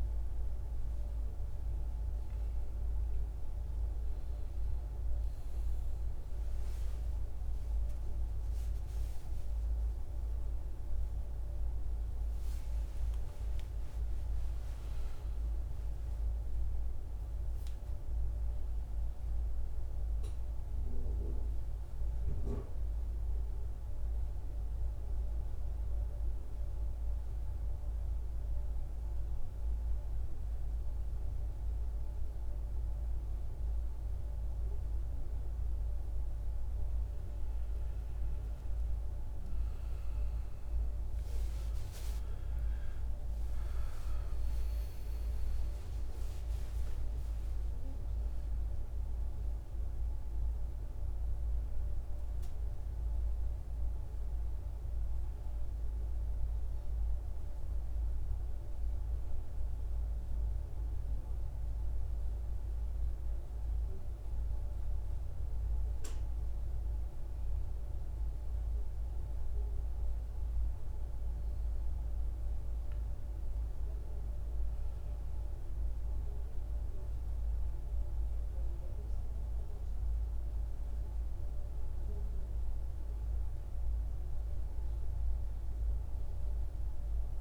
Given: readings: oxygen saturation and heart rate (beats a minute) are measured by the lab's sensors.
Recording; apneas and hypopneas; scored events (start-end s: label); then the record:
a person partly awake in a sleep study, hard to hear, by a room microphone; 2
18.00-87.41 s: new sleep stage, N2 (light sleep)
22.50-36.00 s: hypopnea (oxygen 98% before, 90% lowest, heart rate 61 before, 59 extreme, up 11 after)
40.50-45.00 s: arousal
43.00-58.00 s: oxygen desaturation (device-marked, oxygen 95% before, 90% lowest, heart rate 61 before, 57 extreme)
55.50-65.50 s: hypopnea (oxygen 96% before, 92% lowest, heart rate 68 before, 57 extreme)
67.50-71.50 s: arousal
From the record:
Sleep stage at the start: awake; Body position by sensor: on the back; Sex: male